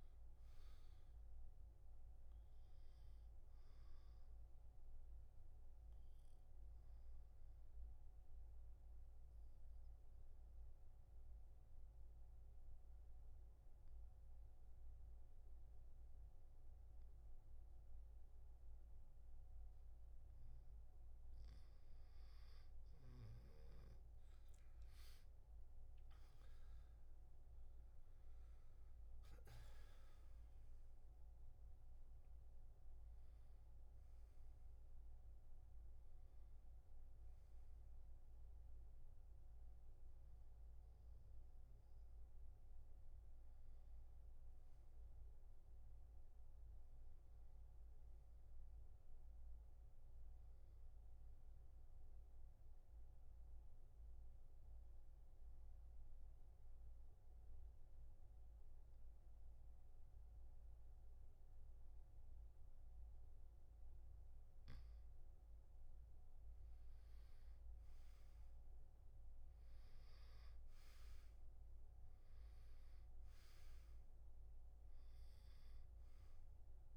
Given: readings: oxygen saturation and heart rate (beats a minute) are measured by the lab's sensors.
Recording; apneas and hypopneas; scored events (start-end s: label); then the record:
breathing in sleep, hard to hear, by a room microphone; 2
0.00-12.00 s: oxygen desaturation (device-marked, oxygen 90% lowest, heart rate 69 extreme)
5.00-21.00 s: obstructive apnea (oxygen 98% before, 86% lowest, heart rate 69 before, 70 extreme, up 4 after)
24.00-27.50 s: arousal
26.00-45.00 s: oxygen desaturation (device-marked, oxygen 97% before, 86% lowest, heart rate 71 before, 62 extreme)
52.50-64.50 s: obstructive apnea (oxygen 99% before, 88% lowest, heart rate 74 before, 62 extreme, up 7 after)
65.00-76.97 s: oxygen desaturation (device-marked, oxygen 98% before, 88% lowest, heart rate 67 before, 68 extreme)
66.00-69.50 s: arousal
From the record:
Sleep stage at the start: N2 (light sleep); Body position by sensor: on the back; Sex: male